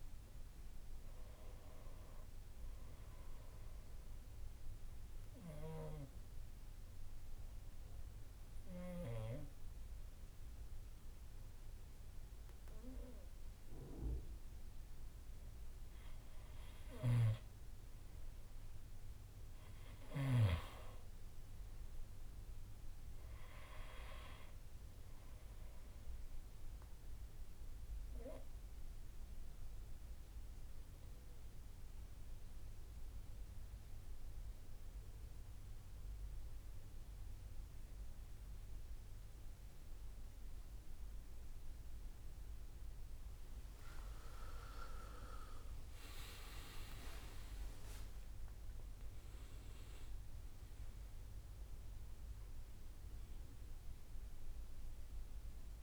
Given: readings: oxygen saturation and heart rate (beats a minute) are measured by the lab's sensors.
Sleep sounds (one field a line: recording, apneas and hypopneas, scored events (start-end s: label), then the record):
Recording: breathing in sleep by a room microphone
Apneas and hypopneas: 2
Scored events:
0.00-14.50 s: oxygen desaturation (device-marked, oxygen 91% lowest, heart rate 60 extreme)
5.00-17.50 s: obstructive apnea (oxygen 96% before, 86% lowest, heart rate 65 before, 60 extreme, up 5 after)
18.50-22.50 s: arousal
22.50-35.50 s: oxygen desaturation (device-marked, oxygen 97% before, 91% lowest, heart rate 63 before, 60 extreme)
27.50-43.50 s: obstructive apnea (oxygen 97% before, 86% lowest, heart rate 63 before, 58 extreme, up 20 after)
43.50-55.83 s: oxygen desaturation (device-marked, oxygen 96% before, 86% lowest, heart rate 64 before, 58 extreme)
44.50-50.50 s: arousal
44.50-55.83 s: drop in pulse transit time (device-marked, heart rate 64 before, 64 extreme)
48.00-50.00 s: long interval between heartbeats (device-marked, heart rate 64 before, 79 extreme)
From the record:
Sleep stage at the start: N2 (light sleep)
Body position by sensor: on the back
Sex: male